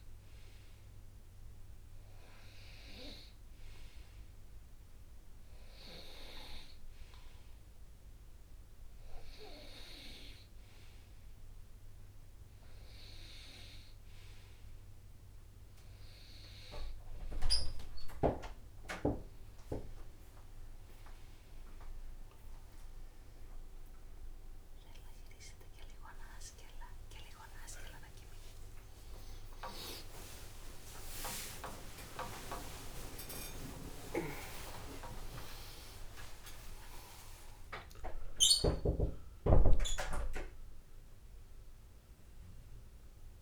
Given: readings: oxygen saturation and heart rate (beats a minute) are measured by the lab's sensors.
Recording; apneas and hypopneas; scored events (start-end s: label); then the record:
breathing in sleep by a room microphone; none
26.00-41.00 s: tachycardia (device-marked, heart rate 72 before, 158 extreme)
27.00-29.00 s: long interval between heartbeats (device-marked, heart rate 70 before, 94 extreme)
27.00-34.00 s: arousal
29.50-31.50 s: long interval between heartbeats (device-marked, heart rate 73 before, 117 extreme)
31.50-33.50 s: long interval between heartbeats (device-marked, heart rate 78 before, 152 extreme)
34.50-36.50 s: long interval between heartbeats (device-marked, heart rate 90 before, 132 extreme)
36.50-38.50 s: long interval between heartbeats (device-marked, heart rate 97 before, 137 extreme)
40.00-43.42 s: new sleep stage, N1 (lightest sleep)
From the record:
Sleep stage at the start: N2 (light sleep); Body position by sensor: on the right side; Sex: male